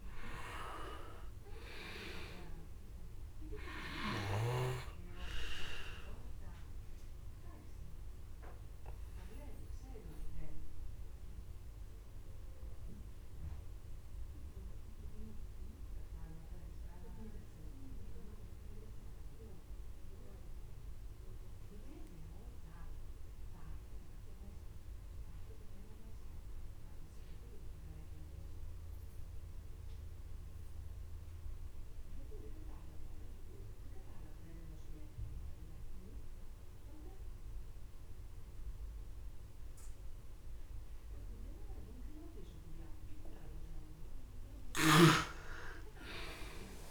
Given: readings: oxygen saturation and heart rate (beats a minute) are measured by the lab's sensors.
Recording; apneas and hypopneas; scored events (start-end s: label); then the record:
breathing in sleep by a room microphone; 1
0.00-2.00 s: arousal
0.00-26.50 s: oxygen desaturation (device-marked, oxygen 93% lowest)
7.00-41.50 s: obstructive apnea (oxygen 99% before, 86% lowest)
39.50-46.91 s: oxygen desaturation (device-marked, oxygen 99% before, 86% lowest, heart rate 39 before, 27 extreme)
From the record:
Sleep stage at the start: N2 (light sleep); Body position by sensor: on the back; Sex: male